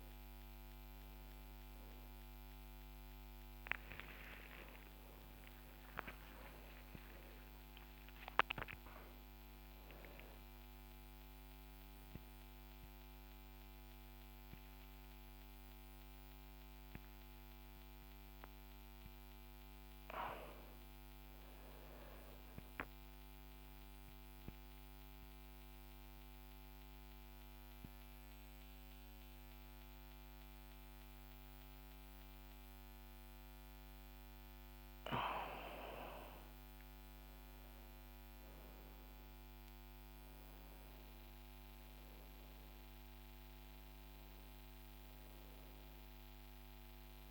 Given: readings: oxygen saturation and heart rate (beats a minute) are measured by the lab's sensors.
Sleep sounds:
a person awake in a sleep study, by a microphone on the trachea; none
30.50-35.50 s: oxygen desaturation (device-marked, oxygen 97% before, 93% lowest, heart rate 77 before, 62 extreme)
From the record:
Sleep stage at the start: awake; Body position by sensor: on the right side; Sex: male

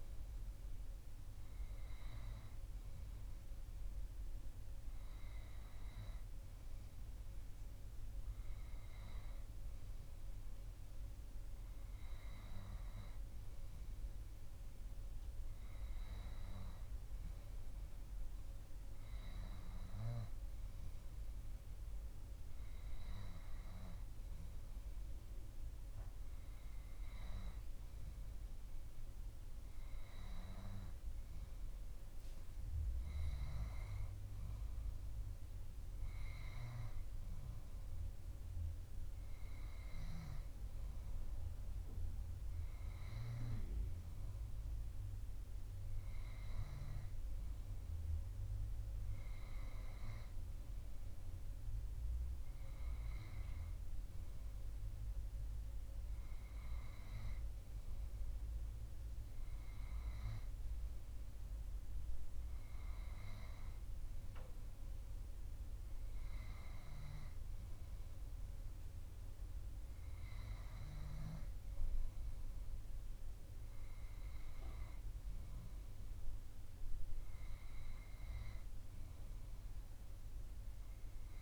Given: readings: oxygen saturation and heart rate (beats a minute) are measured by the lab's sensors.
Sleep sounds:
breathing in sleep, hard to hear, by a room microphone; none
none scored
From the record:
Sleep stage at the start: N2 (light sleep); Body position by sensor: on the back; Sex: male

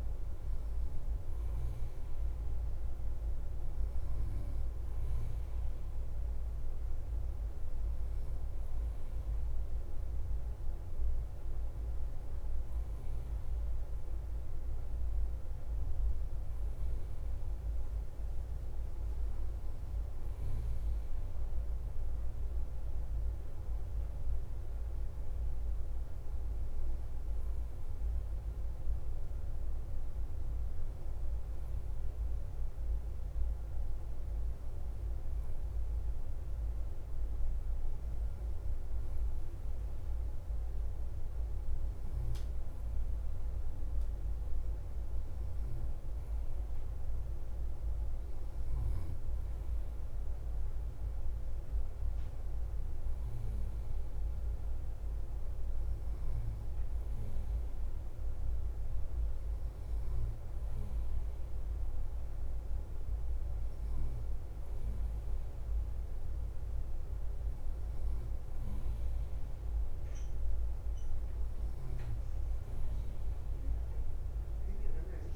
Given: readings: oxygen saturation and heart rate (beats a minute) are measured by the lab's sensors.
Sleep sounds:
breathing in sleep, hard to hear, by a room microphone; none
0.00-7.00 s: oxygen desaturation (device-marked, oxygen 92% lowest, heart rate 52 extreme)
0.00-75.36 s: bradycardia (device-marked, heart rate 48 extreme)
32.00-75.36 s: new sleep stage, N3 (deep sleep)
From the record:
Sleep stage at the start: N2 (light sleep); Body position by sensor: on the right side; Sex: male

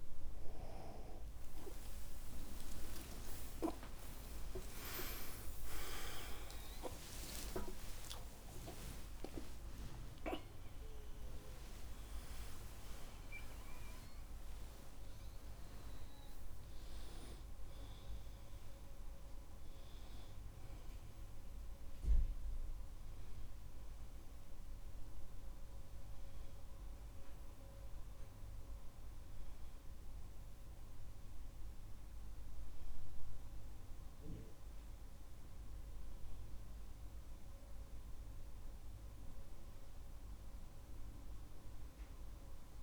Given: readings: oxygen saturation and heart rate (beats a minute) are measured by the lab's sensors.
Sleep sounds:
breathing in sleep by a room microphone; none
2.50-8.00 s: arousal
16.00-42.83 s: new sleep stage, N1 (lightest sleep)
From the record:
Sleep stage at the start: N2 (light sleep); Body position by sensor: on the back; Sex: male

